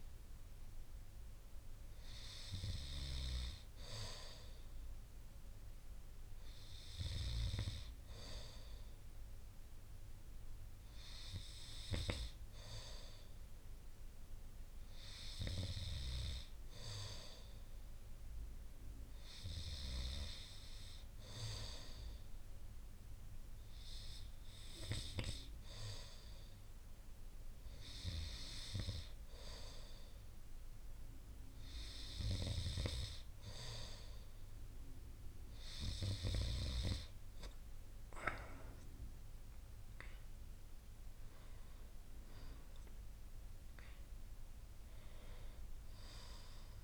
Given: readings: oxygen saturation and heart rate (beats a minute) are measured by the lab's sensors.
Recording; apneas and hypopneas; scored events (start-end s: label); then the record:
breathing in sleep by a room microphone; none
none scored
From the record:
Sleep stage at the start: N2 (light sleep); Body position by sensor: on the right side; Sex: male